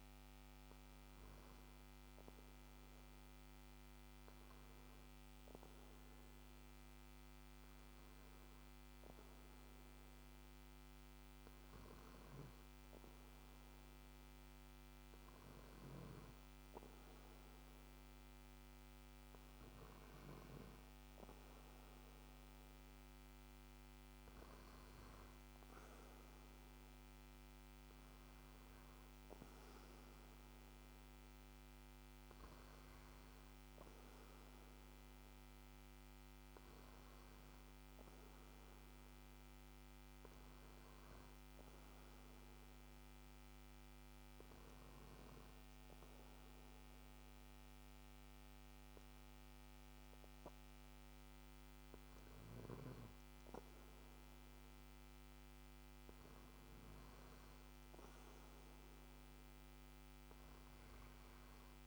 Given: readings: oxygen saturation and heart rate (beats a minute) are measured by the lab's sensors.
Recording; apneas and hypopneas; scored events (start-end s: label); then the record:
breathing in sleep, hard to hear, by a microphone on the trachea; 1
43.50-57.00 s: hypopnea (oxygen 95% before, 93% lowest, heart rate 57 before, 54 extreme, up 4 after)
58.50-61.87 s: arousal
From the record:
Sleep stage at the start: N2 (light sleep); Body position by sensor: on the back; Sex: male